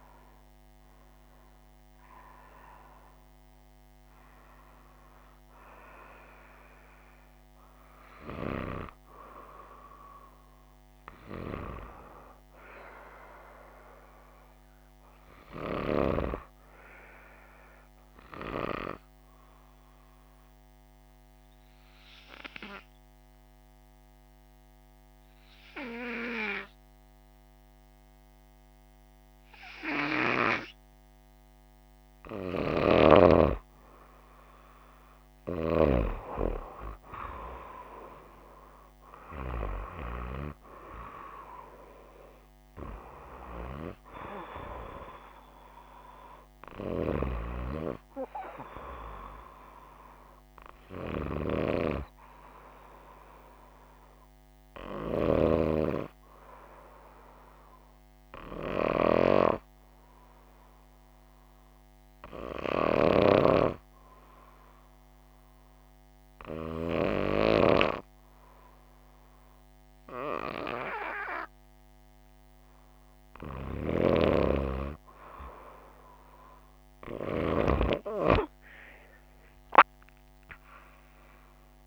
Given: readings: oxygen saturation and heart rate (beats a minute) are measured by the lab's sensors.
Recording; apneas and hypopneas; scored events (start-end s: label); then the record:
breathing in sleep by a microphone on the trachea; 2
17.00-31.50 s: hypopnea (oxygen 96% before, 93% lowest, heart rate 61 before, 54 extreme, up 3 after)
35.00-39.00 s: arousal
58.50-73.00 s: hypopnea (oxygen 96% before, 94% lowest, heart rate 59 before, 55 extreme, up 2 after)
76.50-81.00 s: arousal
From the record:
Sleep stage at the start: N2 (light sleep); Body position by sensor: on the right side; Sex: female